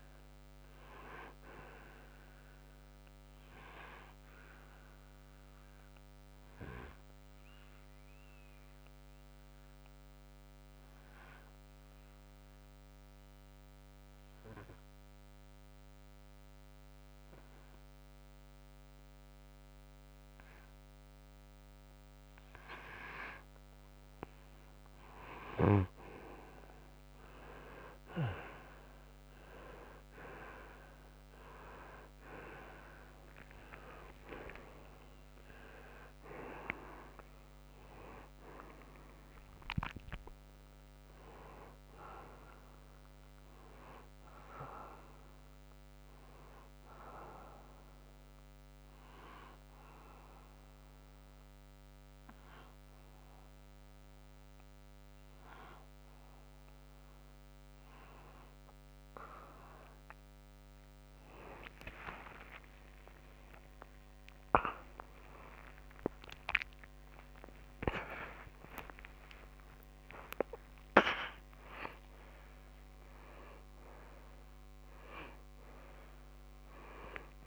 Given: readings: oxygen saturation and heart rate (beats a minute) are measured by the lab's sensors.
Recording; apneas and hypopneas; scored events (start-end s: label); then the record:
breathing in sleep by a microphone on the trachea; 2
3.50-23.00 s: obstructive apnea (oxygen 95% before, 90% lowest, heart rate 69 before, 62 extreme, up 8 after)
13.00-24.00 s: oxygen desaturation (device-marked, oxygen 94% before, 90% lowest, heart rate 70 before, 62 extreme)
28.50-33.50 s: arousal
43.00-73.00 s: new sleep stage, N1 (lightest sleep)
48.50-58.50 s: obstructive apnea (oxygen 95% before, 90% lowest, heart rate 76 before, 73 extreme)
55.00-68.00 s: oxygen desaturation (device-marked, oxygen 94% before, 90% lowest, heart rate 73 before, 79 extreme)
73.00-77.47 s: new sleep stage, awake
From the record:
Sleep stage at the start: N2 (light sleep); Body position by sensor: on the front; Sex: male